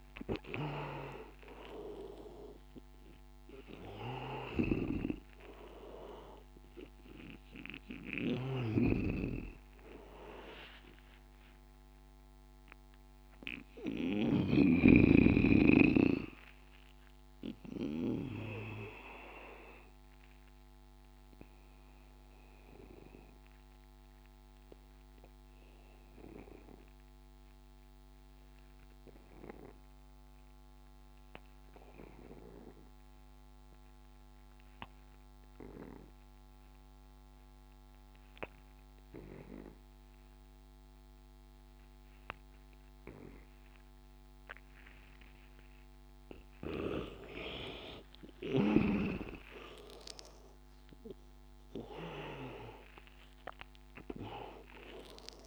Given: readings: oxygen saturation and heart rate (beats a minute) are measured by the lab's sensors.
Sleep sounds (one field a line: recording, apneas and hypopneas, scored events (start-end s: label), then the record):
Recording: breathing in sleep by a microphone on the trachea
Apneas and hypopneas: 1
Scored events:
0.00-10.00 s: oxygen desaturation (device-marked, oxygen 90% lowest, heart rate 83 extreme)
4.50-14.50 s: snoring (device-marked)
12.00-21.00 s: oxygen desaturation (device-marked, oxygen 91% before, 86% lowest, heart rate 89 before, 83 extreme)
19.00-46.00 s: obstructive apnea (oxygen 95% before, 85% lowest, heart rate 91 before, 83 extreme, up 8 after)
37.00-55.47 s: oxygen desaturation (device-marked, oxygen 99% before, 85% lowest, heart rate 89 before, 83 extreme)
47.50-51.50 s: arousal
From the record:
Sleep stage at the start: N2 (light sleep)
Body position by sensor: on the back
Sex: male